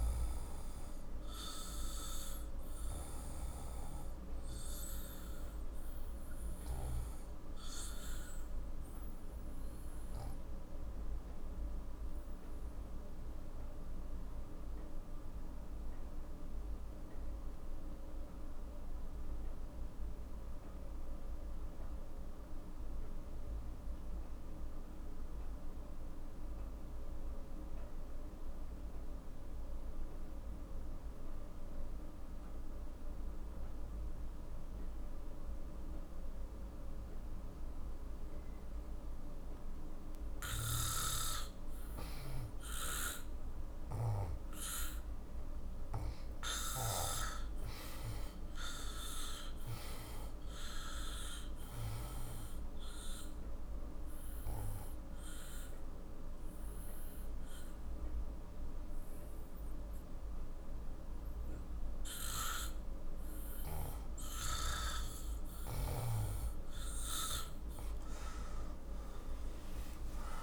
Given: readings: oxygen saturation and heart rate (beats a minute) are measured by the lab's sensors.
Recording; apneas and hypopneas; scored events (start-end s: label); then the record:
breathing in sleep by a room microphone; 2
0.00-7.00 s: oxygen desaturation (device-marked, oxygen 85% lowest, heart rate 50 extreme)
6.50-42.50 s: obstructive apnea (oxygen 94% before, 84% lowest, heart rate 59 before, 50 extreme, up 6 after)
36.00-66.00 s: oxygen desaturation (device-marked, oxygen 96% before, 84% lowest, heart rate 52 before, 57 extreme)
44.50-49.00 s: arousal
53.00-65.50 s: obstructive apnea (oxygen 96% before, 84% lowest, heart rate 56 before, 59 extreme, up 35 after)
67.00-70.43 s: arousal
From the record:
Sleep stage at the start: REM sleep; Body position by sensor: on the back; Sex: male